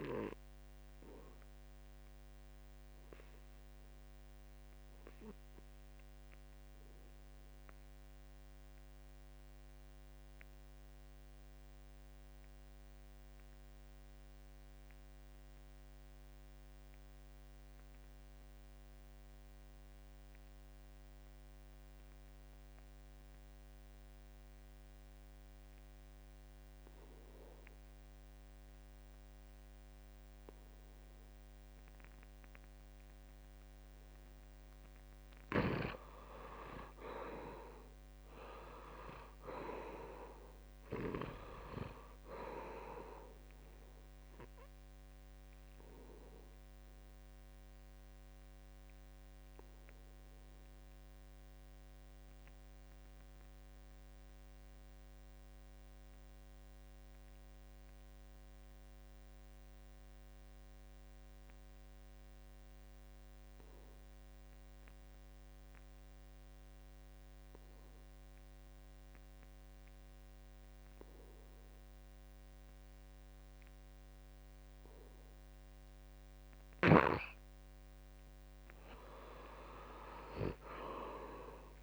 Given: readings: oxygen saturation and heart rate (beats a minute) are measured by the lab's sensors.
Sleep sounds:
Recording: breathing in sleep by a microphone on the trachea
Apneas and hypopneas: 2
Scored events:
0.00-16.50 s: oxygen desaturation (device-marked, oxygen 75% lowest, heart rate 67 extreme)
2.00-34.00 s: obstructive apnea (oxygen 95% before, 75% lowest, heart rate 74 before, 67 extreme, up 8 after)
23.50-55.50 s: oxygen desaturation (device-marked, oxygen 97% before, 75% lowest, heart rate 69 before, 67 extreme)
27.00-29.00 s: long interval between heartbeats (device-marked, heart rate 69 before, 75 extreme)
29.50-31.50 s: long interval between heartbeats (device-marked, heart rate 69 before, 75 extreme)
36.50-40.00 s: arousal
45.00-77.50 s: obstructive apnea (oxygen 97% before, 72% lowest, heart rate 76 before, 67 extreme, up 11 after)
62.50-64.50 s: long interval between heartbeats (device-marked, heart rate 71 before, 70 extreme)
62.50-81.83 s: oxygen desaturation (device-marked, oxygen 96% before, 74% lowest, heart rate 71 before, 67 extreme)
74.50-76.50 s: long interval between heartbeats (device-marked, heart rate 69 before, 73 extreme)
79.50-81.83 s: arousal
From the record:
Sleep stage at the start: N2 (light sleep)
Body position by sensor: on the back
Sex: male

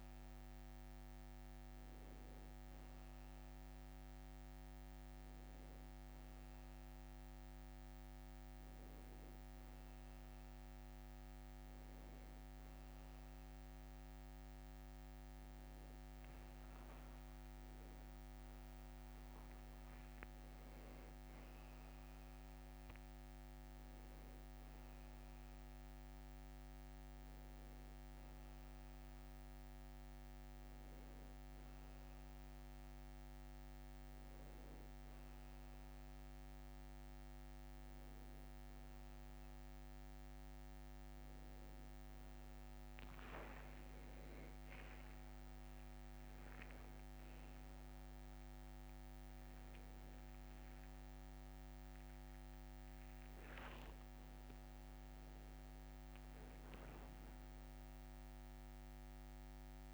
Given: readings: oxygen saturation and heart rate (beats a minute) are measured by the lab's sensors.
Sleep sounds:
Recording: a person awake in a sleep study, hard to hear, by a microphone on the trachea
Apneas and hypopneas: none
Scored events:
15.50-20.50 s: tachycardia (device-marked, heart rate 76 before, 119 extreme)
18.00-20.00 s: long interval between heartbeats (device-marked, heart rate 66 before, 91 extreme)
18.50-59.94 s: new sleep stage, awake
43.00-45.00 s: long interval between heartbeats (device-marked, heart rate 70 before, 72 extreme)
57.50-59.50 s: long interval between heartbeats (device-marked, heart rate 70 before, 76 extreme)
58.50-59.94 s: tachycardia (device-marked, heart rate 78 before, 94 extreme)
From the record:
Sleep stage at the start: N1 (lightest sleep)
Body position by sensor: on the back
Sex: male

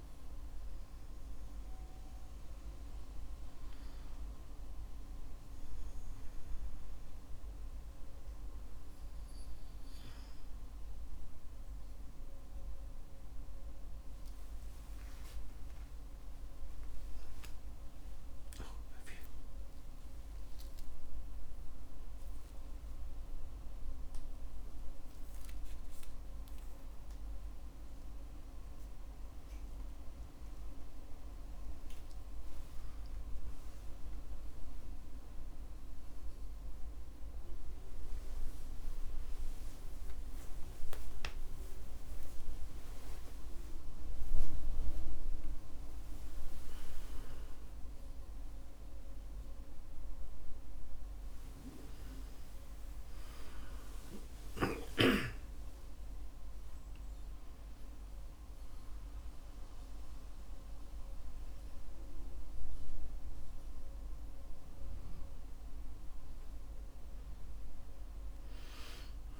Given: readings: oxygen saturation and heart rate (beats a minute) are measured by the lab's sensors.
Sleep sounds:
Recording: a person awake in a sleep study, by a room microphone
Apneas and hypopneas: none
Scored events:
13.00-24.00 s: tachycardia (device-marked, heart rate 59 before, 194 extreme)
31.00-69.40 s: new sleep stage, awake
37.00-54.00 s: tachycardia (device-marked, heart rate 61 before, 217 extreme)
From the record:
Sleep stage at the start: N2 (light sleep)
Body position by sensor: on the back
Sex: male

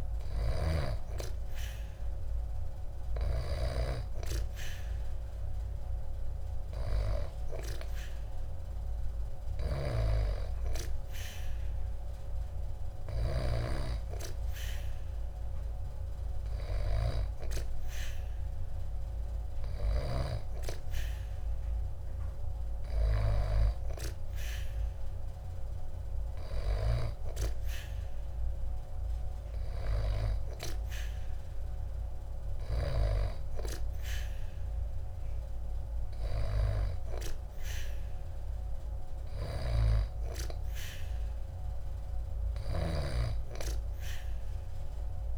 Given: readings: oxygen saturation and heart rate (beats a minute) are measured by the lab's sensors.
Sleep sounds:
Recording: breathing in sleep by a room microphone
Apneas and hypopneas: none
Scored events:
none scored
From the record:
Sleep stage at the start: N2 (light sleep)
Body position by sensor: on the back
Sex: female

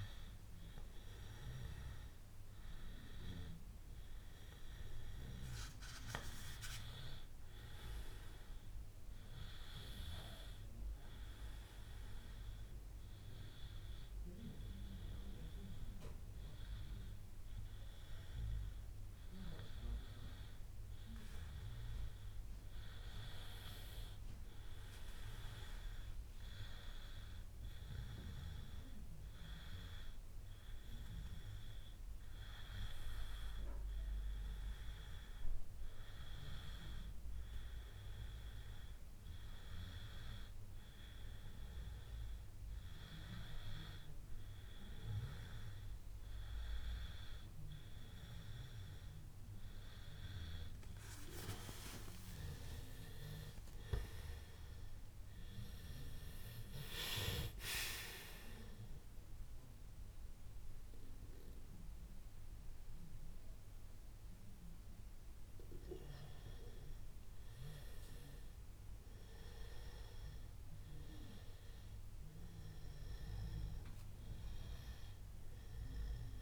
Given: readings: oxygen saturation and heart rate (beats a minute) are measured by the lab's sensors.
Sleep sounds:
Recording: breathing in sleep by a room microphone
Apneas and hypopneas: none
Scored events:
none scored
From the record:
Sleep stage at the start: N1 (lightest sleep)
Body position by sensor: on the back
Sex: male

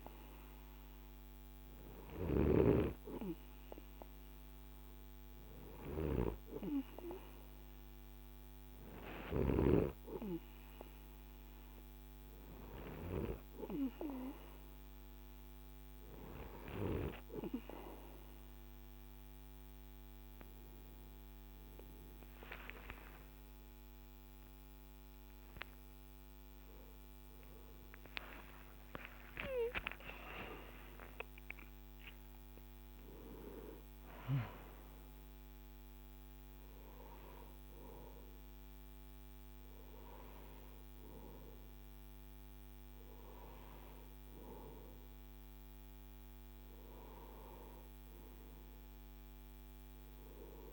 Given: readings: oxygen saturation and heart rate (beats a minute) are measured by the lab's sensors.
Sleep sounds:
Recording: breathing in sleep by a microphone on the trachea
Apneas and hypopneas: none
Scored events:
0.00-2.00 s: snoring (device-marked)
22.00-27.00 s: arousal
From the record:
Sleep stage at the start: N2 (light sleep)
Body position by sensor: on the right side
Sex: male

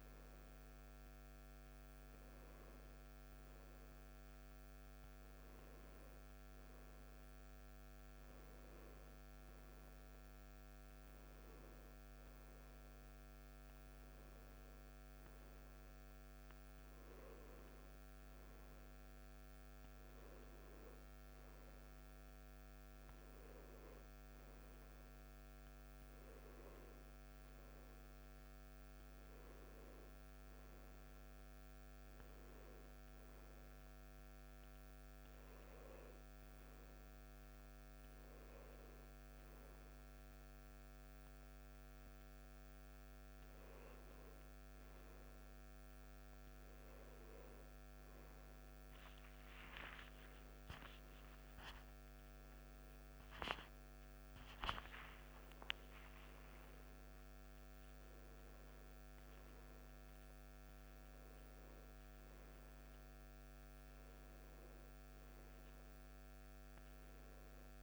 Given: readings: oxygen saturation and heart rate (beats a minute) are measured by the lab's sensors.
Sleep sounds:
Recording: breathing in sleep, hard to hear, by a microphone on the trachea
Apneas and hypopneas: none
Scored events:
none scored
From the record:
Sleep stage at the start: N1 (lightest sleep)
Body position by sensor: on the back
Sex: male

